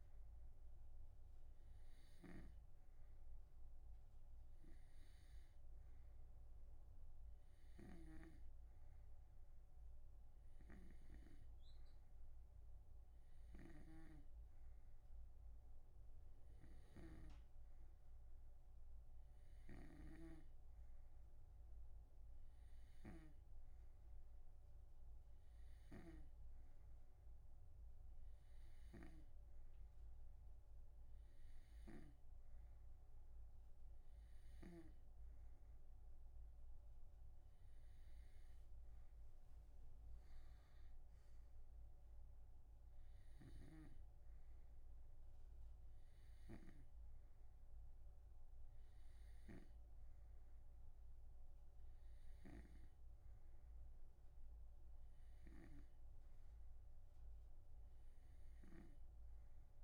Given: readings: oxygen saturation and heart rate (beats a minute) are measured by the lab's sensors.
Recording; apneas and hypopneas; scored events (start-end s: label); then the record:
breathing in sleep by a room microphone; none
0.00-35.50 s: snoring (device-marked)
52.50-59.50 s: snoring (device-marked)
From the record:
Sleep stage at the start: N2 (light sleep); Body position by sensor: on the right side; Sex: male